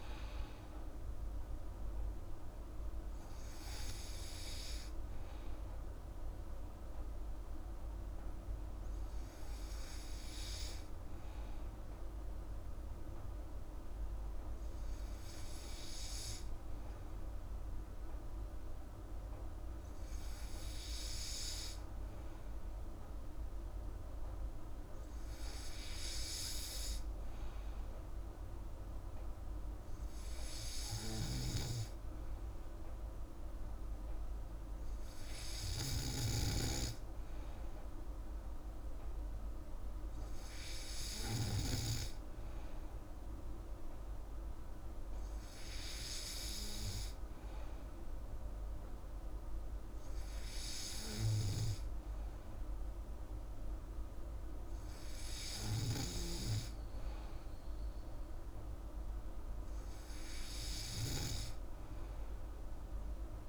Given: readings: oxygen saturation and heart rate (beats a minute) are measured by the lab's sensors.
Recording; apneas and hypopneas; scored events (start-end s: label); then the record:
breathing in sleep by a room microphone; none
6.50-63.49 s: new sleep stage, N2 (light sleep)
From the record:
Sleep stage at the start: N3 (deep sleep); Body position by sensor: on the back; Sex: female